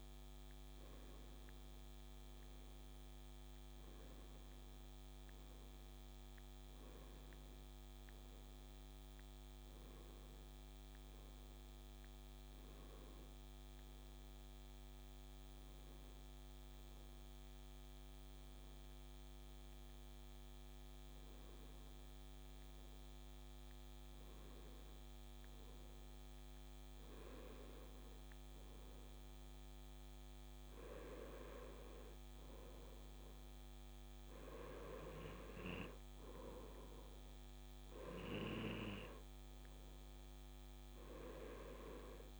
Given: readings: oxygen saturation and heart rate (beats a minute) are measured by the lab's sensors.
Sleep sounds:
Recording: breathing in sleep by a microphone on the trachea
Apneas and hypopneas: none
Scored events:
0.50-6.00 s: arousal
From the record:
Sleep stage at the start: N2 (light sleep)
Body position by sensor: on the right side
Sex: male

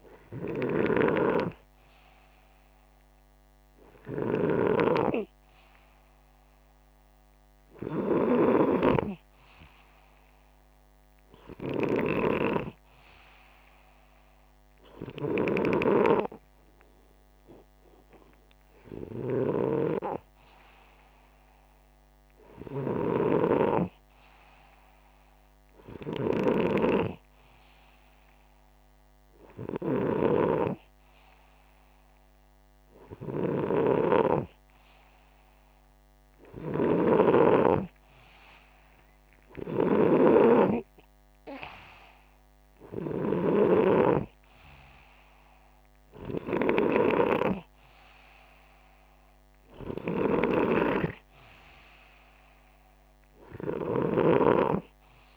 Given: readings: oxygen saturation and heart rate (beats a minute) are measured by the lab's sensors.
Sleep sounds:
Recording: breathing in sleep by a microphone on the trachea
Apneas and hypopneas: none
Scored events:
33.00-43.50 s: snoring (device-marked)
53.50-55.37 s: snoring (device-marked)
From the record:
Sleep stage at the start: N2 (light sleep)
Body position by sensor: upright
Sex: male

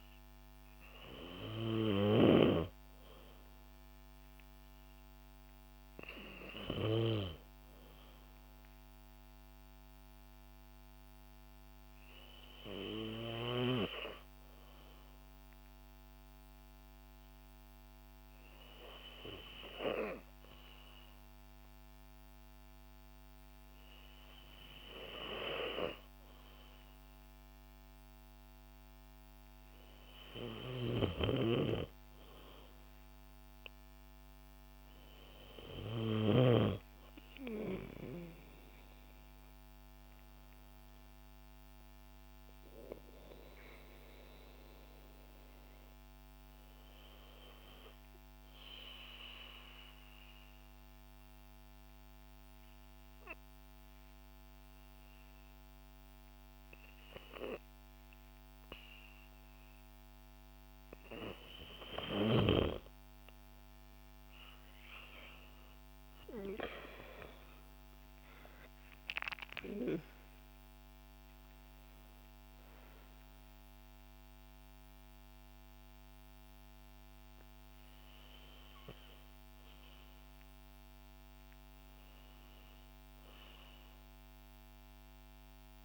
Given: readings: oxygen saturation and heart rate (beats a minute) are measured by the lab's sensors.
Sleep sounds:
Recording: breathing in sleep by a microphone on the trachea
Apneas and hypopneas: 2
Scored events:
0.00-0.50 s: arousal
5.00-19.00 s: oxygen desaturation (device-marked, oxygen 95% before, 91% lowest, heart rate 60 before, 57 extreme)
15.50-26.50 s: hypopnea (oxygen 95% before, 90% lowest, heart rate 61 before, 57 extreme, up 2 after)
30.50-34.50 s: arousal
30.50-36.50 s: snoring (device-marked)
46.00-59.50 s: hypopnea (oxygen 95% before, 90% lowest, heart rate 60 before, 56 extreme, up 7 after)
66.50-70.50 s: arousal
67.00-85.85 s: oxygen desaturation (device-marked, oxygen 96% before, 90% lowest, heart rate 59 before, 54 extreme)
From the record:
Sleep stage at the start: N2 (light sleep)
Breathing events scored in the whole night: 464 in 7.3 hours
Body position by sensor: on the back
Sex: female

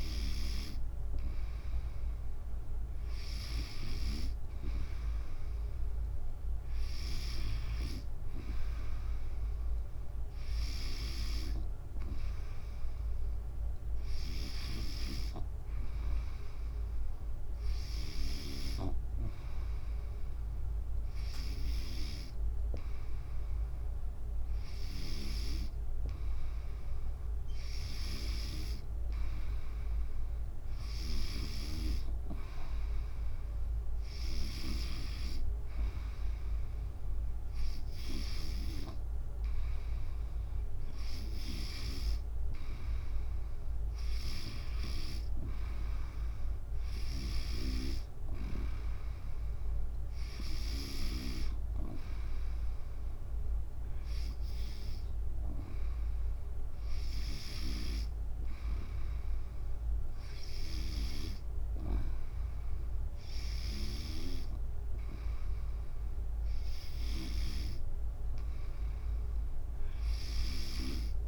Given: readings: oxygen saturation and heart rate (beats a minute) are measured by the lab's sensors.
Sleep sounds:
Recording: breathing in sleep by a room microphone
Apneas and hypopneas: none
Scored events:
3.50-51.00 s: snoring (device-marked)
57.50-67.50 s: snoring (device-marked)
From the record:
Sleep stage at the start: N3 (deep sleep)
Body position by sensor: on the back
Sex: female

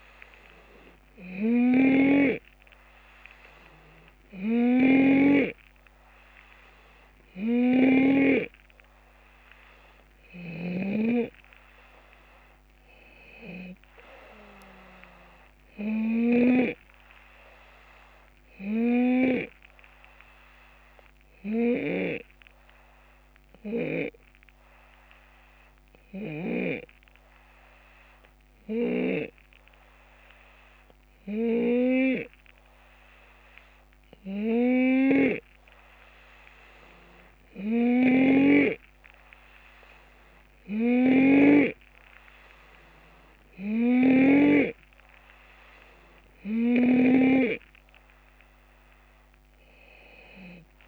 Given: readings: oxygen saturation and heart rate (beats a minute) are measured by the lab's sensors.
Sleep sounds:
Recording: breathing in sleep by a microphone on the trachea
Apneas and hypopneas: 1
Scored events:
0.00-8.00 s: snoring (device-marked)
14.00-17.00 s: arousal
19.50-46.50 s: hypopnea (oxygen 93% before, 90% lowest, heart rate 78 before, 71 extreme, up 4 after)
21.50-26.50 s: snoring (device-marked)
28.50-38.50 s: snoring (device-marked)
40.50-47.00 s: snoring (device-marked)
48.50-50.88 s: arousal
49.00-50.88 s: drop in pulse transit time (device-marked, heart rate 75 before, 78 extreme)
From the record:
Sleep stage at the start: N2 (light sleep)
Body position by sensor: on the left side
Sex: male

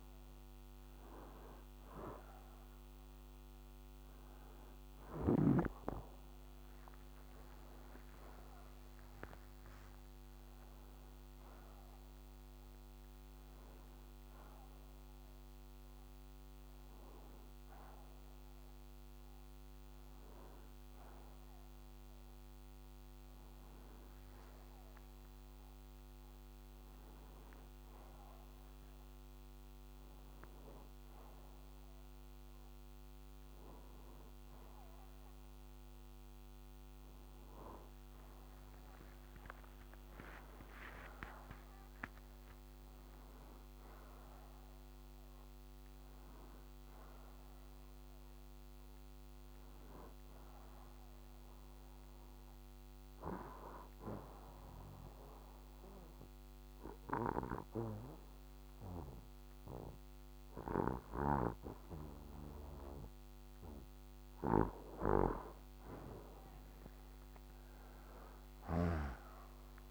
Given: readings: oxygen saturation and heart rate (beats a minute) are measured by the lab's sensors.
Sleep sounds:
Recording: breathing in sleep by a microphone on the trachea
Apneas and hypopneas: none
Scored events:
34.50-39.50 s: arousal
48.00-69.91 s: new sleep stage, N2 (light sleep)
From the record:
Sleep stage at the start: N1 (lightest sleep)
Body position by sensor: on the back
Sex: male

